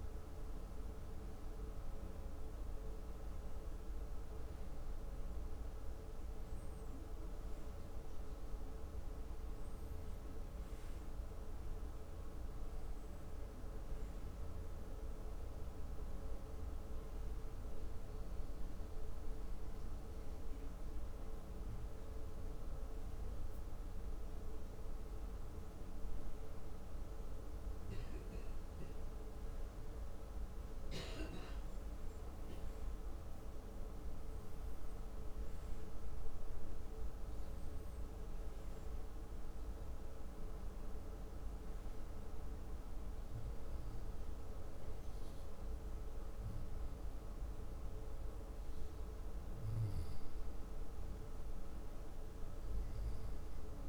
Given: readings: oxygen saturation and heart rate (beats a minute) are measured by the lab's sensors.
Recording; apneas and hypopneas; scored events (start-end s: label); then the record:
breathing in sleep, hard to hear, by a room microphone; none
25.50-53.89 s: new sleep stage, N2 (light sleep)
From the record:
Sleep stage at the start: N1 (lightest sleep); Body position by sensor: on the left side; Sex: male